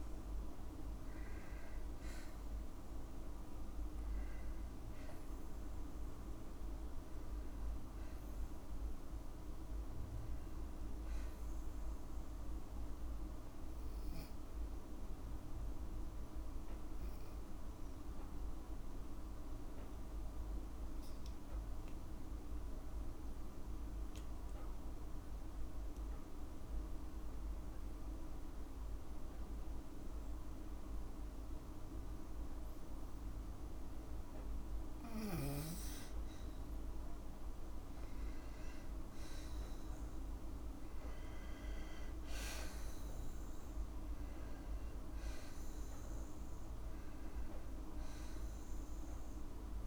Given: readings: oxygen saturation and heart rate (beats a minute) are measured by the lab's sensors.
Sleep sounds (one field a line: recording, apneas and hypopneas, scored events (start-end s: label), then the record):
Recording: breathing in sleep, hard to hear, by a room microphone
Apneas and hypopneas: 1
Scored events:
3.00-26.00 s: oxygen desaturation (device-marked, oxygen 98% before, 94% lowest, heart rate 55 before, 53 extreme)
18.00-33.00 s: obstructive apnea (oxygen 98% before, 93% lowest, heart rate 55 before, 54 extreme, up 2 after)
37.50-41.00 s: arousal
From the record:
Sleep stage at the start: N2 (light sleep)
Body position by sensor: on the back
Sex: female